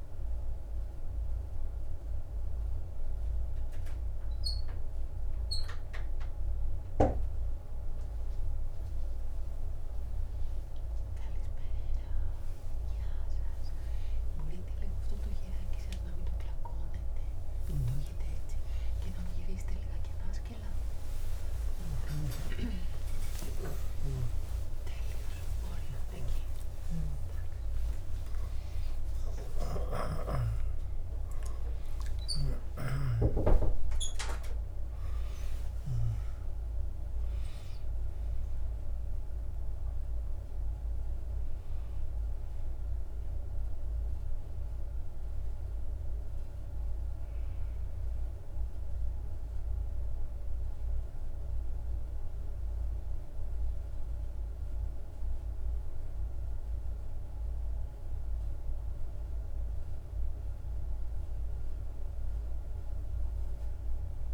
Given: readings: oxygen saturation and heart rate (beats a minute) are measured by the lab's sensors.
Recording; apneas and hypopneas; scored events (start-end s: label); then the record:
a person partly awake in a sleep study, by a room microphone; none
11.00-41.00 s: new sleep stage, awake
34.00-45.00 s: oxygen desaturation (device-marked, oxygen 98% before, 93% lowest, heart rate 100 before, 60 extreme)
41.00-64.34 s: new sleep stage, N1 (lightest sleep)
From the record:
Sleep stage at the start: N2 (light sleep); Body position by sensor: on the back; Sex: male